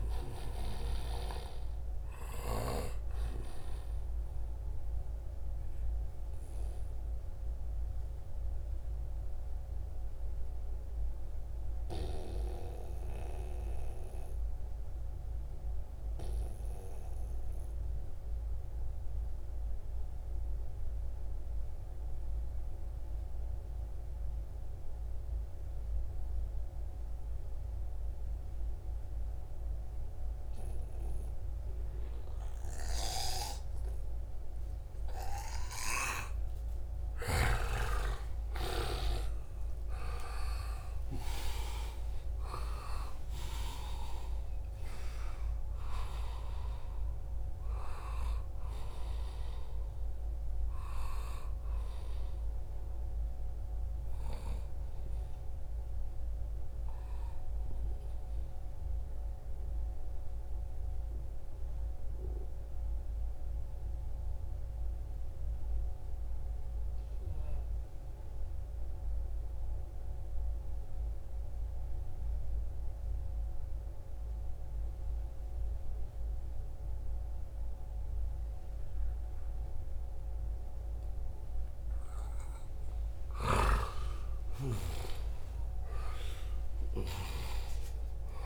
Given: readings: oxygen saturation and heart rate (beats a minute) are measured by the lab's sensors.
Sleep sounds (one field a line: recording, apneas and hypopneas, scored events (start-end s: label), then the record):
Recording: breathing in sleep by a room microphone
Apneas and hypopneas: 2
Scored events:
0.00-13.50 s: oxygen desaturation (device-marked, oxygen 89% lowest, heart rate 65 extreme)
6.50-35.50 s: mixed apnea (oxygen 96% before, 88% lowest, heart rate 74 before, 65 extreme, up 6 after)
29.50-59.50 s: oxygen desaturation (device-marked, oxygen 97% before, 88% lowest, heart rate 70 before, 66 extreme)
37.50-43.50 s: arousal
45.50-88.46 s: new sleep stage, N1 (lightest sleep)
62.50-82.00 s: obstructive apnea (oxygen 96% before, 92% lowest, heart rate 80 before, 66 extreme, up 9 after)
83.50-88.46 s: arousal
From the record:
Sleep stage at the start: N2 (light sleep)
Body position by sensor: on the right side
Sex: male